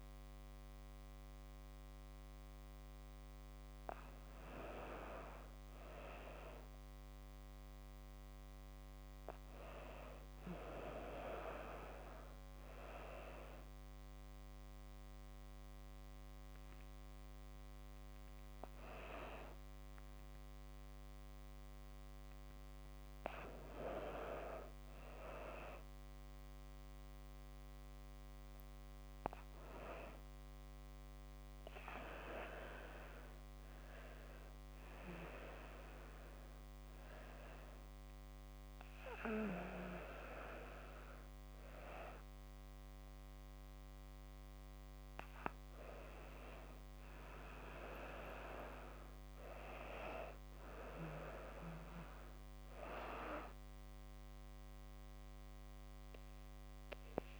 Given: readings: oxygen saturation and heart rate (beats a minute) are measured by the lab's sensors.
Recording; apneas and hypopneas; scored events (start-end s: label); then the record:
a person partly awake in a sleep study, by a microphone on the trachea; none
8.00-57.39 s: new sleep stage, N1 (lightest sleep)
From the record:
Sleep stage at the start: awake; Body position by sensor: on the back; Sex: female